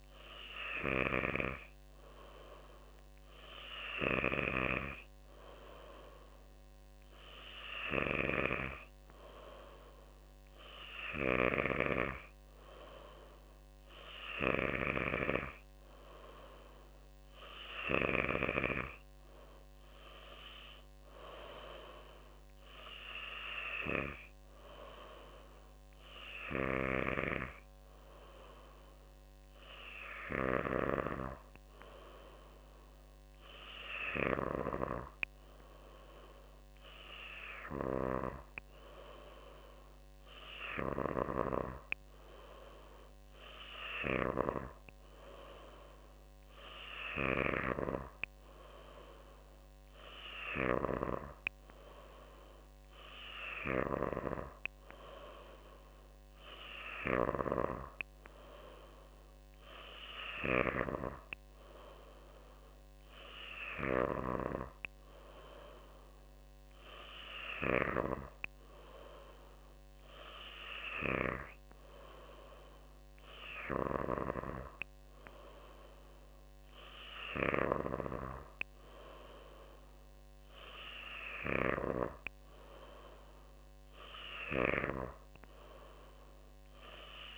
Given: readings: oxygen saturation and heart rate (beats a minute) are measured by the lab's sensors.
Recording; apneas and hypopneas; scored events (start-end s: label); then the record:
breathing in sleep by a microphone on the trachea; none
none scored
From the record:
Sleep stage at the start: N3 (deep sleep); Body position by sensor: on the back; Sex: female